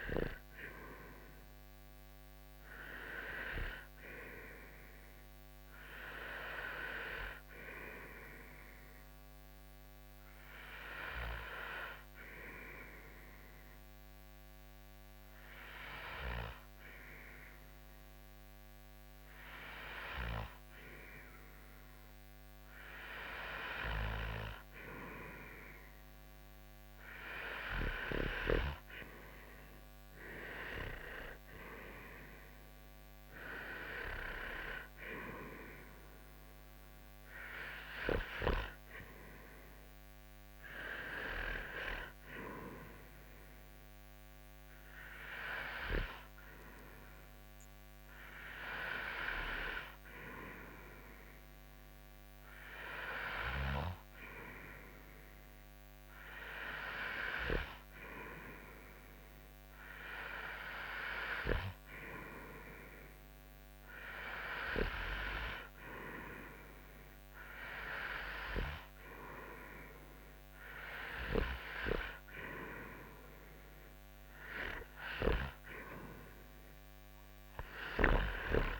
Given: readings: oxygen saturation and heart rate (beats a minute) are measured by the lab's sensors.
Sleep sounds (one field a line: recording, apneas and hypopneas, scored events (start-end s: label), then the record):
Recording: breathing in sleep by a microphone on the trachea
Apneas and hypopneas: 1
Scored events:
10.50-21.50 s: hypopnea (oxygen 93% before, 92% lowest, heart rate 71 before, 64 extreme, up 4 after)
24.50-28.00 s: arousal
36.50-44.50 s: oxygen desaturation (device-marked, oxygen 96% before, 92% lowest, heart rate 67 before, 64 extreme)
From the record:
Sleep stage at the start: N2 (light sleep)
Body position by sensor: on the front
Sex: male